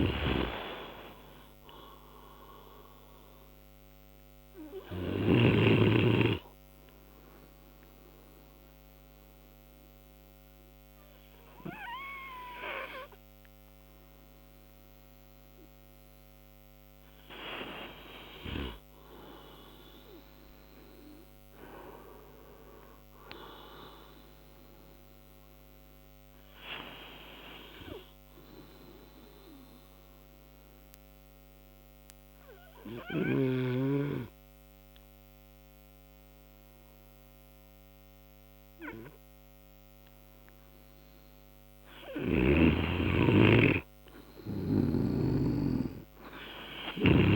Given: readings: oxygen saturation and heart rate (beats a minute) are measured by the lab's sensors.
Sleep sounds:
breathing in sleep by a microphone on the trachea; 2
4.00-17.00 s: obstructive apnea (oxygen 95% before, 91% lowest, heart rate 80 before, 57 extreme, up 19 after)
20.00-23.00 s: arousal
30.50-43.00 s: obstructive apnea (oxygen 96% before, 87% lowest, heart rate 65 before, 60 extreme, up 9 after)
From the record:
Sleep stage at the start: N2 (light sleep); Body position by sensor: on the right side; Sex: male

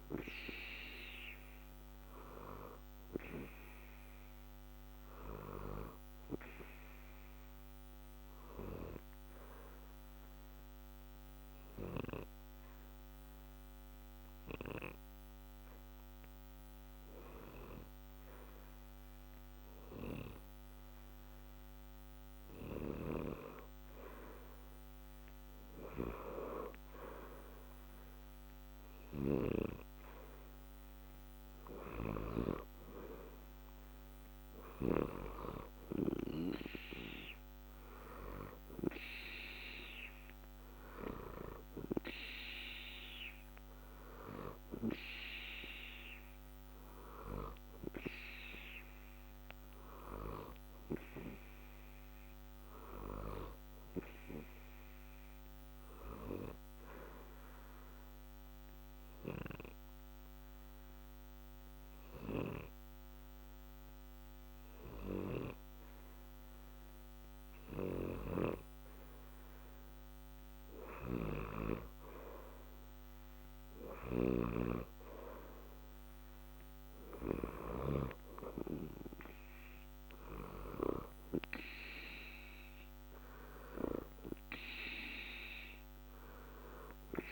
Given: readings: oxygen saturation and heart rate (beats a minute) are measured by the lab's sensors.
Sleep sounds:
breathing in sleep by a microphone on the trachea; 2
0.00-19.50 s: oxygen desaturation (device-marked, oxygen 88% lowest, heart rate 60 extreme)
6.00-23.50 s: obstructive apnea (oxygen 92% before, 88% lowest, heart rate 60 before, 60 extreme, up 2 after)
28.00-32.50 s: arousal
37.50-52.50 s: oxygen desaturation (device-marked, oxygen 92% before, 88% lowest, heart rate 61 before, 60 extreme)
53.50-68.50 s: obstructive apnea (oxygen 92% before, 88% lowest, heart rate 62 before, 60 extreme, up 2 after)
69.00-73.00 s: arousal
73.50-77.50 s: snoring (device-marked)
84.50-87.32 s: oxygen desaturation (device-marked, oxygen 92% before, 88% lowest, heart rate 61 before, 60 extreme)
From the record:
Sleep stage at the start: N2 (light sleep); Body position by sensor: on the back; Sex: male

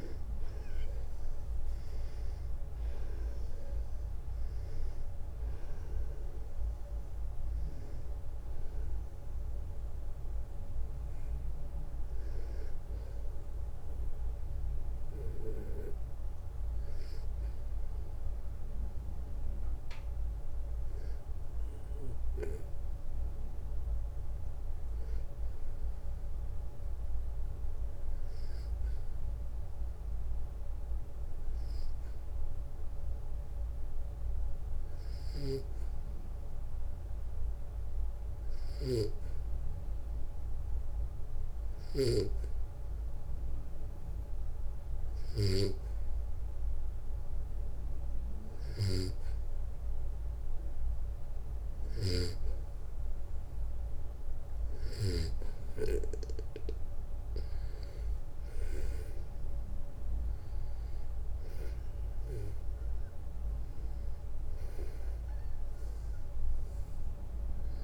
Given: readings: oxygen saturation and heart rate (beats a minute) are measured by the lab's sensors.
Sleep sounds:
breathing in sleep by a room microphone; 1
0.00-20.00 s: oxygen desaturation (device-marked, oxygen 90% lowest, heart rate 59 extreme)
1.00-6.50 s: arousal
22.00-48.00 s: hypopnea (oxygen 96% before, 86% lowest, heart rate 65 before, 59 extreme, up 3 after)
26.00-38.00 s: oxygen desaturation (device-marked, oxygen 92% before, 86% lowest, heart rate 64 before, 59 extreme)
34.50-41.50 s: snoring (device-marked)
48.00-54.50 s: snoring (device-marked)
59.00-64.00 s: arousal
From the record:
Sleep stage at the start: N2 (light sleep); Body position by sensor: on the back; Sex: male

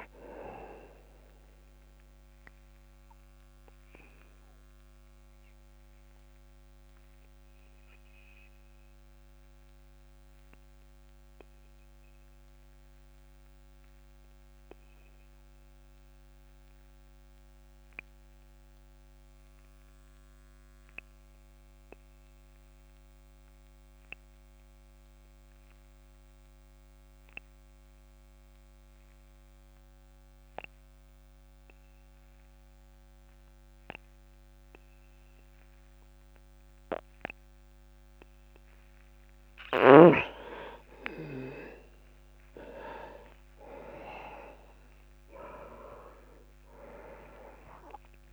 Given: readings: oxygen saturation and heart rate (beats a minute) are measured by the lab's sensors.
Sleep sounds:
breathing in sleep by a microphone on the trachea; 1
0.00-21.50 s: oxygen desaturation (device-marked, oxygen 86% lowest, heart rate 25 extreme)
1.00-38.50 s: obstructive apnea (oxygen 99% before, 86% lowest, heart rate 39 before, 25 extreme)
39.50-42.50 s: tachycardia (device-marked, heart rate 42 before, 93 extreme)
39.50-48.33 s: oxygen desaturation (device-marked, oxygen 98% before, 86% lowest, heart rate 43 before, 26 extreme)
41.50-46.50 s: arousal
From the record:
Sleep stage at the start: N2 (light sleep); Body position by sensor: on the back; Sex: male

